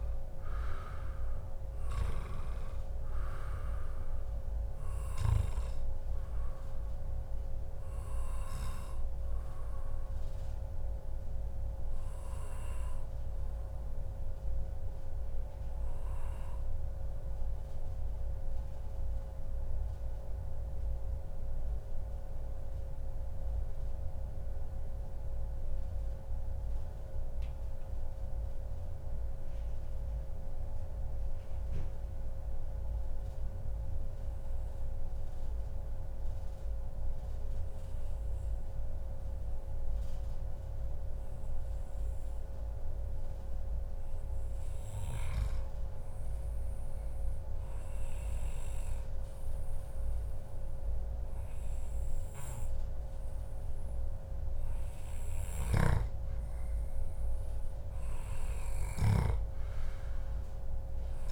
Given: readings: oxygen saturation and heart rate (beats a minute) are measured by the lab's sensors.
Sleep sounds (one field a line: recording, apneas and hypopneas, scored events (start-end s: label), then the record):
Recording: breathing in sleep, hard to hear, by a room microphone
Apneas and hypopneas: 1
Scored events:
0.00-4.00 s: oxygen desaturation (device-marked, oxygen 92% lowest, heart rate 91 extreme)
7.00-54.50 s: obstructive apnea (oxygen 97% before, 92% lowest, heart rate 141 before, 91 extreme, up 38 after)
8.00-10.00 s: long interval between heartbeats (device-marked, heart rate 141 before, 114 extreme)
21.50-23.50 s: long interval between heartbeats (device-marked, heart rate 119 before, 119 extreme)
49.00-51.00 s: long interval between heartbeats (device-marked, heart rate 140 before, 130 extreme)
59.00-61.32 s: arousal
From the record:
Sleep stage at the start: N2 (light sleep)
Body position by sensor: on the back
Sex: male